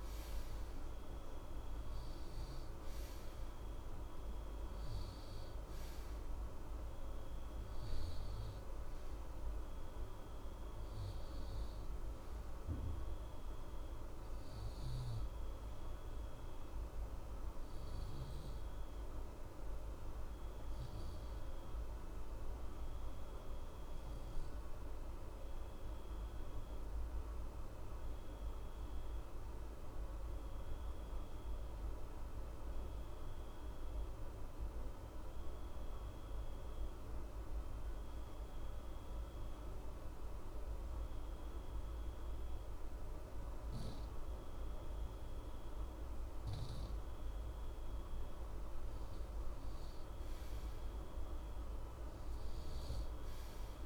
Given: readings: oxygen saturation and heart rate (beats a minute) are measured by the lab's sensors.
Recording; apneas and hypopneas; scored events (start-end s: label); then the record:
breathing in sleep, hard to hear, by a room microphone; 1
0.00-24.50 s: oxygen desaturation (device-marked, oxygen 88% lowest, heart rate 60 extreme)
17.50-48.00 s: obstructive apnea (oxygen 92% before, 88% lowest, heart rate 60 before, 59 extreme, up 0 after)
50.00-53.86 s: arousal
From the record:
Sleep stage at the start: N2 (light sleep); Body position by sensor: on the right side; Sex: male